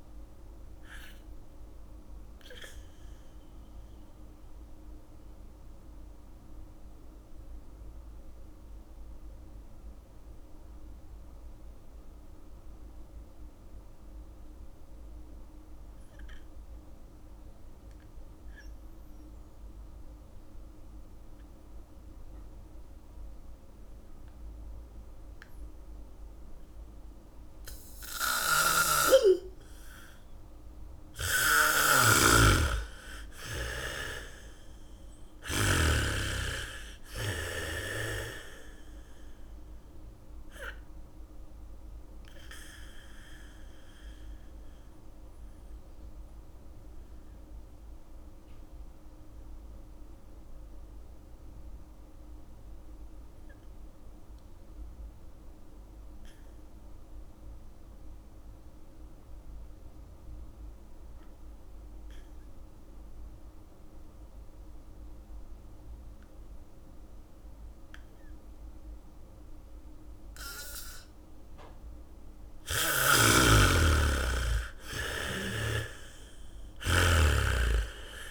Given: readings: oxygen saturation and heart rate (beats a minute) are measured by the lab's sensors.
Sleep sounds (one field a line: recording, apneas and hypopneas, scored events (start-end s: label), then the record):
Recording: breathing in sleep by a room microphone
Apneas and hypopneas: 2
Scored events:
0.00-17.50 s: oxygen desaturation (device-marked, oxygen 79% lowest, heart rate 28 extreme)
2.00-30.50 s: mixed apnea (oxygen 98% before, 79% lowest, heart rate 56 before, 28 extreme)
23.50-39.50 s: bradycardia (device-marked, heart rate 64 before, 28 extreme)
27.50-55.50 s: oxygen desaturation (device-marked, oxygen 99% before, 81% lowest, heart rate 72 before, 28 extreme)
28.50-36.50 s: snoring (device-marked)
32.50-37.00 s: arousal
43.00-72.50 s: mixed apnea (oxygen 99% before, 78% lowest, heart rate 53 before, 28 extreme)
62.50-78.31 s: oxygen desaturation (device-marked, oxygen 98% before, 78% lowest, heart rate 76 before, 28 extreme)
64.50-78.31 s: bradycardia (device-marked, heart rate 64 before, 28 extreme)
75.50-78.31 s: snoring (device-marked)
76.00-78.31 s: arousal
From the record:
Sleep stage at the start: N2 (light sleep)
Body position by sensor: on the back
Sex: female